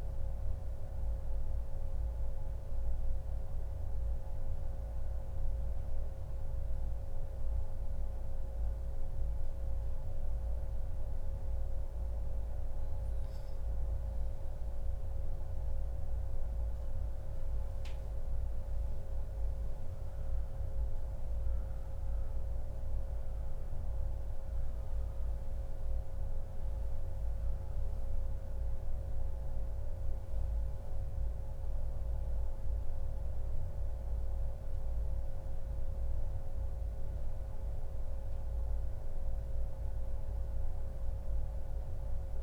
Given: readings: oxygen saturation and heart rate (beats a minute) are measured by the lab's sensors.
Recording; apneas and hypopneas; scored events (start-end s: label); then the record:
breathing in sleep, hard to hear, by a room microphone; 1
0.50-15.50 s: obstructive apnea (oxygen 98% before, 93% lowest, heart rate 145 before, 141 extreme, up 1 after)
18.00-22.00 s: arousal
18.50-42.43 s: oxygen desaturation (device-marked, oxygen 97% before, 93% lowest, heart rate 143 before, 101 extreme)
From the record:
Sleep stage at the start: N1 (lightest sleep); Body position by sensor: on the back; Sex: male